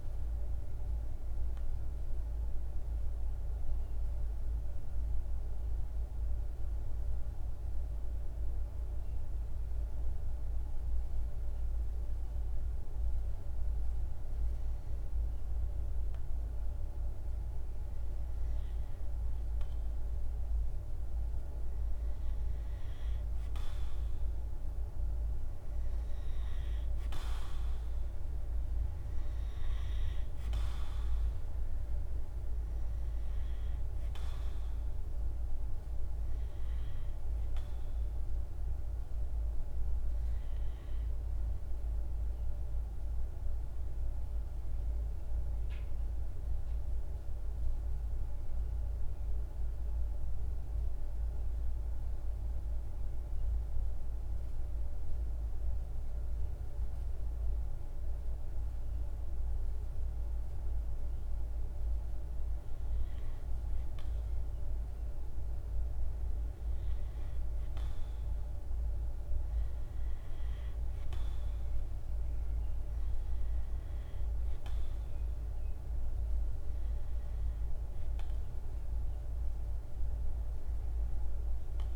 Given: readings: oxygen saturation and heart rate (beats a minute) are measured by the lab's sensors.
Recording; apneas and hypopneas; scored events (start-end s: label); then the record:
breathing in sleep, hard to hear, by a room microphone; 1
0.00-2.50 s: oxygen desaturation (device-marked, oxygen 93% lowest, heart rate 52 extreme)
21.50-36.50 s: oxygen desaturation (device-marked, oxygen 97% before, 93% lowest, heart rate 52 before, 52 extreme)
36.00-40.50 s: arousal
42.50-56.00 s: hypopnea (oxygen 97% before, 93% lowest, heart rate 54 before, 51 extreme, up 0 after)
59.00-62.50 s: arousal
64.50-81.96 s: oxygen desaturation (device-marked, oxygen 97% before, 93% lowest, heart rate 53 before, 52 extreme)
From the record:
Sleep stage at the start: N2 (light sleep); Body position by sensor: on the right side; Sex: male